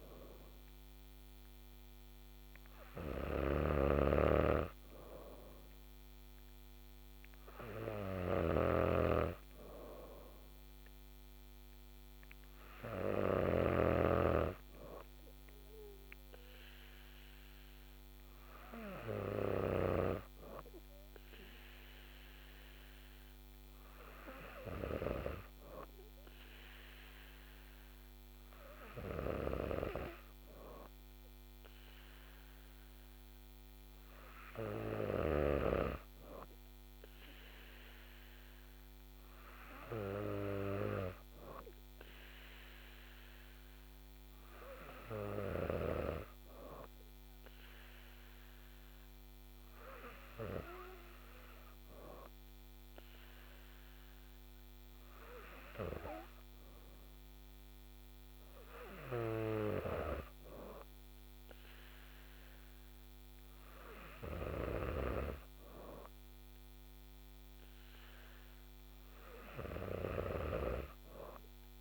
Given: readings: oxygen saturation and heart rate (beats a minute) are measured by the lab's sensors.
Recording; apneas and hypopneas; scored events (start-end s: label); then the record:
breathing in sleep by a microphone on the trachea; none
0.00-13.50 s: snoring (device-marked)
27.50-71.81 s: new sleep stage, N3 (deep sleep)
From the record:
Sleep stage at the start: N2 (light sleep); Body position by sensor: on the back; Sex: female